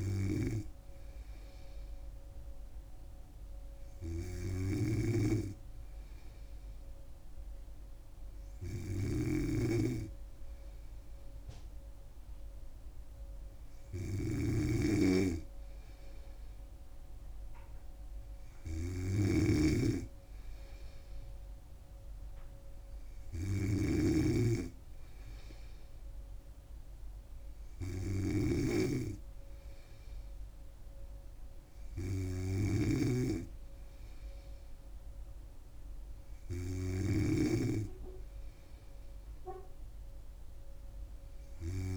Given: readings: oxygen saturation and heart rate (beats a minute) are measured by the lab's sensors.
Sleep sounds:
breathing in sleep by a room microphone; none
5.00-41.97 s: snoring (device-marked)
19.50-41.97 s: new sleep stage, N3 (deep sleep)
From the record:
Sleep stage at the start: N2 (light sleep); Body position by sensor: on the back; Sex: female

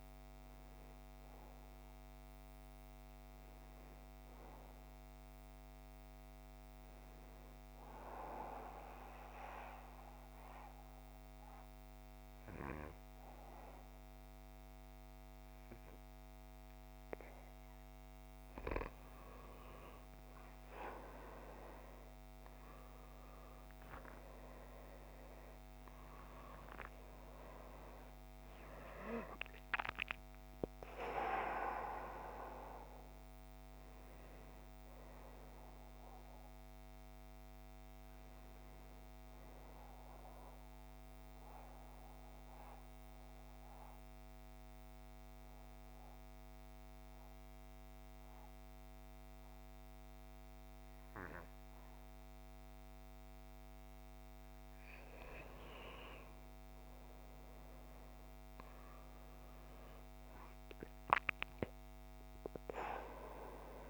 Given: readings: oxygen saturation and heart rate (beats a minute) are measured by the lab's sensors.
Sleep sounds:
breathing in sleep by a microphone on the trachea; 2
7.50-18.00 s: obstructive apnea (oxygen 98% before, 89% lowest, heart rate 68 before, 58 extreme, up 11 after)
19.00-43.00 s: oxygen desaturation (device-marked, oxygen 98% before, 89% lowest, heart rate 61 before, 53 extreme)
22.00-27.50 s: arousal
22.00-63.89 s: new sleep stage, N2 (light sleep)
39.00-53.00 s: central apnea (oxygen 98% before, 89% lowest, heart rate 70 before, 53 extreme, up 10 after)
55.50-60.00 s: arousal
60.00-63.89 s: oxygen desaturation (device-marked, oxygen 97% before, 89% lowest, heart rate 57 before, 53 extreme)
From the record:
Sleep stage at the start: N1 (lightest sleep); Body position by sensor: on the back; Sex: male

